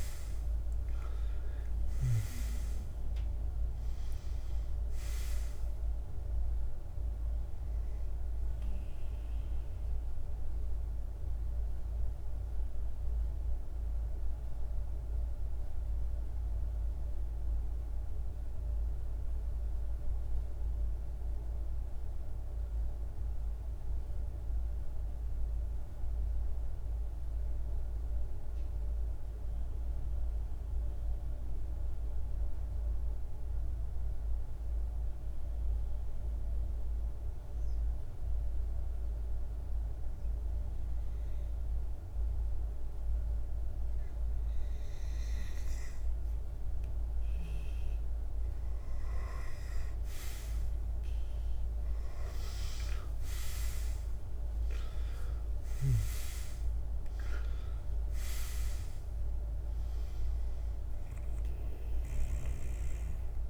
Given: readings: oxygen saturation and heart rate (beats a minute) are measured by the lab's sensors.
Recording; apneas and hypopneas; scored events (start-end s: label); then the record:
breathing in sleep, hard to hear, by a room microphone; 1
0.00-21.50 s: oxygen desaturation (device-marked, oxygen 90% lowest, heart rate 47 extreme)
9.00-42.00 s: mixed apnea (oxygen 97% before, 89% lowest, heart rate 55 before, 47 extreme, up 2 after)
34.50-63.50 s: oxygen desaturation (device-marked, oxygen 99% before, 89% lowest, heart rate 49 before, 47 extreme)
52.50-57.00 s: arousal
From the record:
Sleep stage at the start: N2 (light sleep); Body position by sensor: on the back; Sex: male